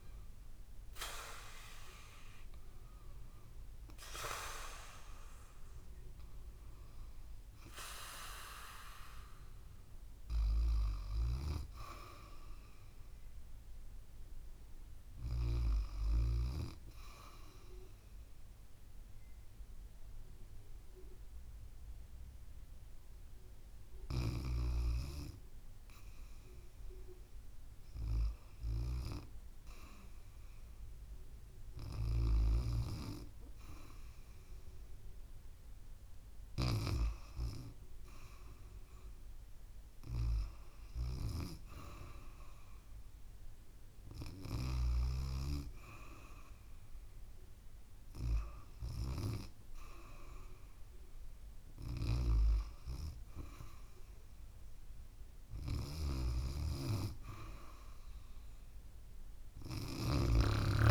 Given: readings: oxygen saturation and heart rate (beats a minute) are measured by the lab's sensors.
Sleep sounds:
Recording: breathing in sleep by a room microphone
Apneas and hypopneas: none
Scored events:
0.00-3.00 s: arousal
From the record:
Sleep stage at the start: N2 (light sleep)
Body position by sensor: on the back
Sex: female

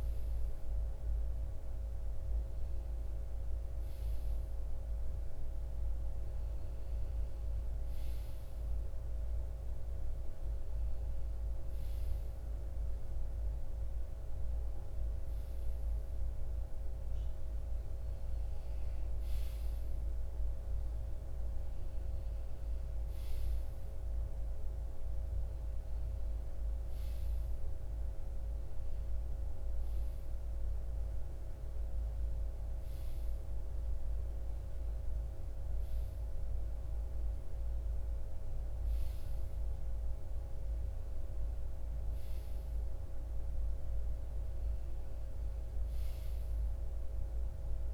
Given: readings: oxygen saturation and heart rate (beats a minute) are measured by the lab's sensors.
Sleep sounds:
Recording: breathing in sleep, hard to hear, by a room microphone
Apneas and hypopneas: none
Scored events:
none scored
From the record:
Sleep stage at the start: REM sleep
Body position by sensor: on the right side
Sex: male

